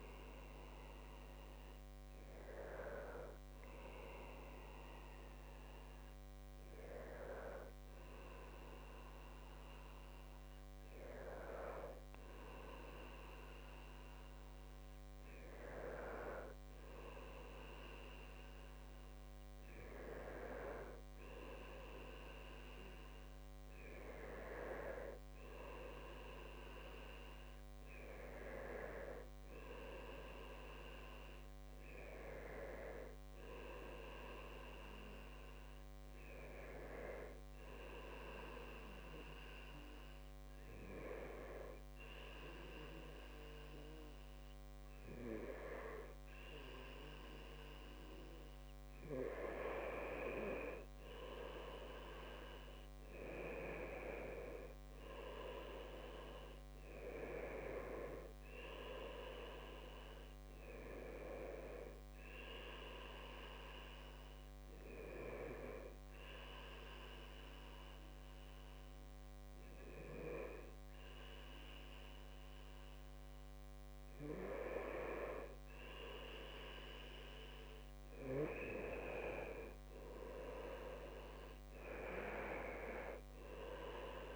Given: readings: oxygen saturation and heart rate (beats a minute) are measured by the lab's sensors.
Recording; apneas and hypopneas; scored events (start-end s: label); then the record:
breathing in sleep by a microphone on the trachea; 2
4.00-6.00 s: long interval between heartbeats (device-marked, heart rate 76 before, 83 extreme)
18.00-20.00 s: long interval between heartbeats (device-marked, heart rate 80 before, 83 extreme)
27.50-32.00 s: arousal
30.50-32.50 s: long interval between heartbeats (device-marked, heart rate 76 before, 80 extreme)
38.50-49.50 s: obstructive apnea (oxygen 94% before, 91% lowest, heart rate 79 before, 72 extreme, up 2 after)
39.50-41.50 s: long interval between heartbeats (device-marked, heart rate 78 before, 80 extreme)
42.50-44.50 s: long interval between heartbeats (device-marked, heart rate 78 before, 90 extreme)
55.00-67.00 s: oxygen desaturation (device-marked, oxygen 94% before, 91% lowest, heart rate 80 before, 72 extreme)
56.50-60.50 s: arousal
63.50-75.00 s: obstructive apnea (oxygen 94% before, 90% lowest, heart rate 78 before, 72 extreme, up 2 after)
78.50-82.50 s: arousal
From the record:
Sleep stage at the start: N2 (light sleep); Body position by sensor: on the right side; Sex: male